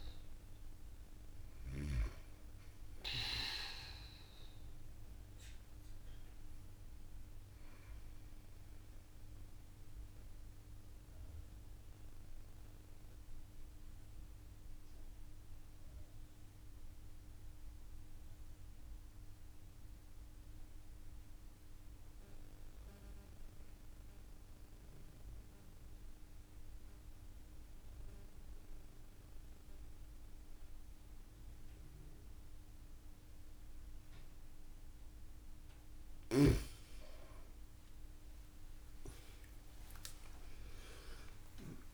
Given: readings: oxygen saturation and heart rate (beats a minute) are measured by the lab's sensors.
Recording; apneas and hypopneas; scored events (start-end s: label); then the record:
breathing in sleep by a room microphone; 1
0.00-24.50 s: oxygen desaturation (device-marked, oxygen 92% lowest)
8.50-35.50 s: mixed apnea (oxygen 96% before, 91% lowest)
37.50-41.93 s: arousal
39.50-41.93 s: oxygen desaturation (device-marked, oxygen 96% before, 91% lowest)
From the record:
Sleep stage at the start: N2 (light sleep); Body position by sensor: on the back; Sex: female